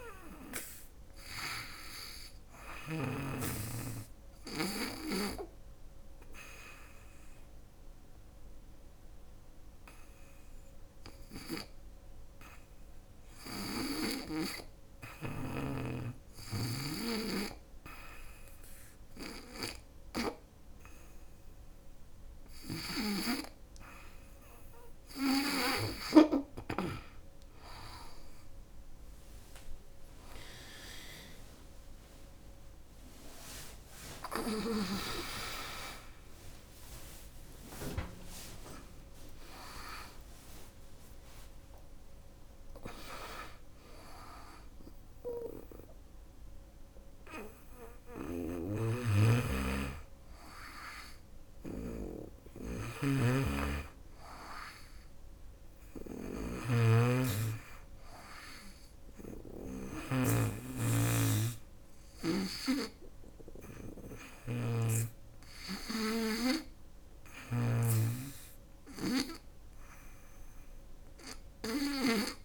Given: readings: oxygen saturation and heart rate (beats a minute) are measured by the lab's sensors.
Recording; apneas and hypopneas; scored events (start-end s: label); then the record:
breathing in sleep by a room microphone; 1
0.00-9.00 s: oxygen desaturation (device-marked, oxygen 92% lowest, heart rate 73 extreme)
8.00-23.00 s: hypopnea (oxygen 97% before, 89% lowest, heart rate 80 before, 77 extreme, up 15 after)
14.50-25.50 s: snoring (device-marked)
33.00-37.50 s: arousal
34.00-47.00 s: oxygen desaturation (device-marked, oxygen 95% before, 89% lowest, heart rate 85 before, 73 extreme)
47.50-59.00 s: snoring (device-marked)
63.50-67.00 s: snoring (device-marked)
From the record:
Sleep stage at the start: N2 (light sleep); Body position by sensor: on the back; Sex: female